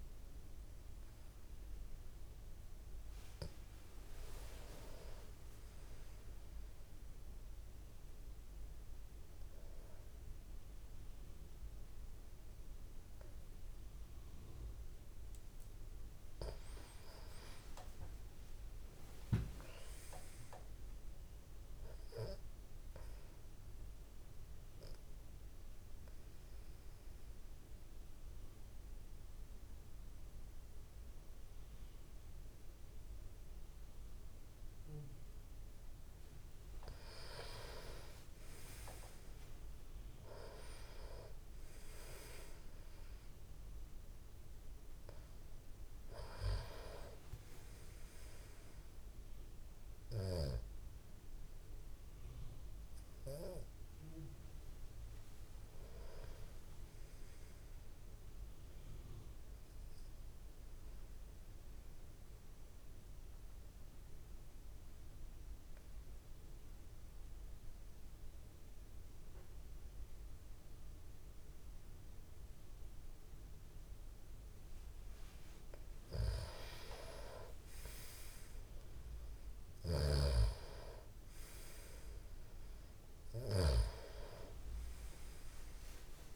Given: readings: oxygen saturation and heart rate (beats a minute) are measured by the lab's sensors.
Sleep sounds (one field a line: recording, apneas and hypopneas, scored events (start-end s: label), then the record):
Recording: breathing in sleep by a room microphone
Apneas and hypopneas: 3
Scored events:
0.00-12.00 s: oxygen desaturation (device-marked, oxygen 91% lowest)
4.00-10.00 s: tachycardia (device-marked, heart rate 40 before, 137 extreme)
7.00-17.00 s: obstructive apnea (oxygen 97% before, 91% lowest)
17.50-22.00 s: arousal
24.50-36.00 s: obstructive apnea (oxygen 98% before, 91% lowest)
38.50-43.00 s: arousal
45.00-62.00 s: oxygen desaturation (device-marked, oxygen 96% before, 91% lowest)
62.50-75.00 s: obstructive apnea (oxygen 96% before, 92% lowest)
77.00-80.50 s: arousal
80.00-84.00 s: snoring (device-marked)
84.00-86.36 s: oxygen desaturation (device-marked, oxygen 97% before, 92% lowest)
From the record:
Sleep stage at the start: N2 (light sleep)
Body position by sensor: on the back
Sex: male